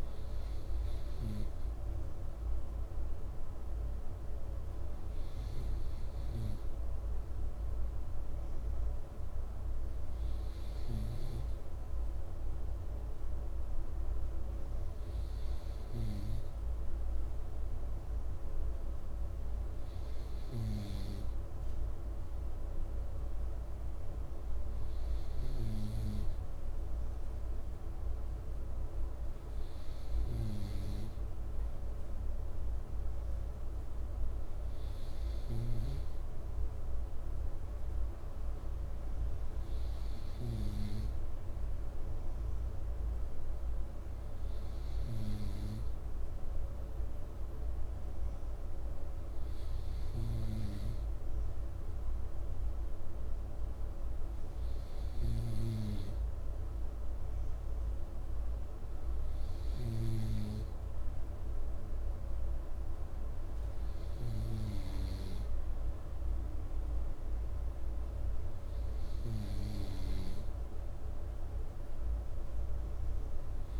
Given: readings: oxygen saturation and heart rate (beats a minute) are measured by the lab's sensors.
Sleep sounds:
breathing in sleep by a room microphone; none
none scored
From the record:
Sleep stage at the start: N2 (light sleep); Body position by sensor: on the right side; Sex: male

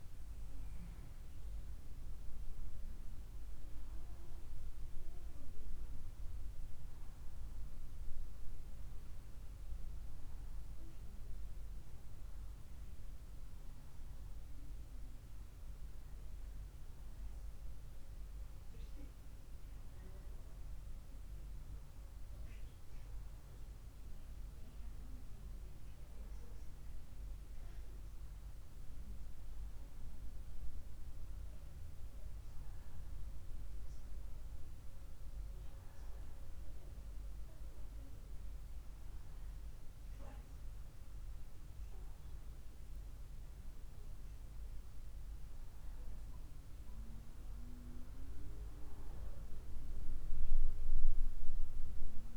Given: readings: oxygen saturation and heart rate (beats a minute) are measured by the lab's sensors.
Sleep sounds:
breathing in sleep, hard to hear, by a room microphone; none
none scored
From the record:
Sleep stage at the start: N1 (lightest sleep); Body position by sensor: on the right side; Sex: female

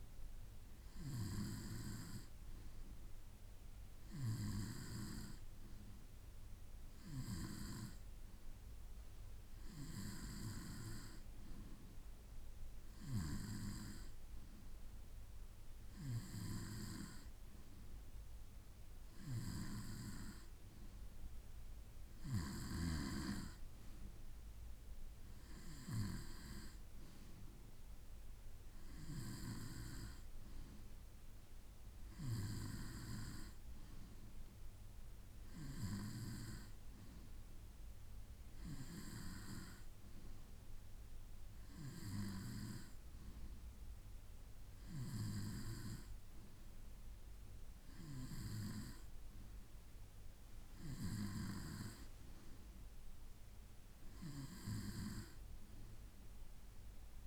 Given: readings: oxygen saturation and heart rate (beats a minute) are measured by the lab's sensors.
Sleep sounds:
breathing in sleep by a room microphone; none
none scored
From the record:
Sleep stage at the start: N2 (light sleep); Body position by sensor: on the right side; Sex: male

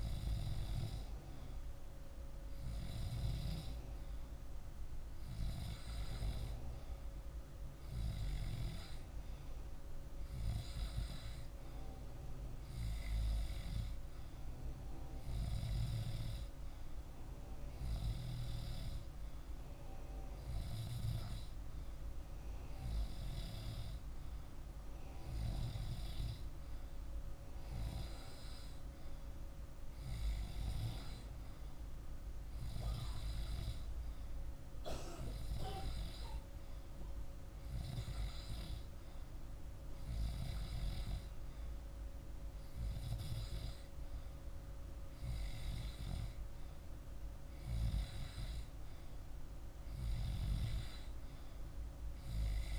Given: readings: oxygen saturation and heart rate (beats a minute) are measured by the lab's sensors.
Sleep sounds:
breathing in sleep, hard to hear, by a room microphone; none
none scored
From the record:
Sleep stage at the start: N2 (light sleep); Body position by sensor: on the back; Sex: male

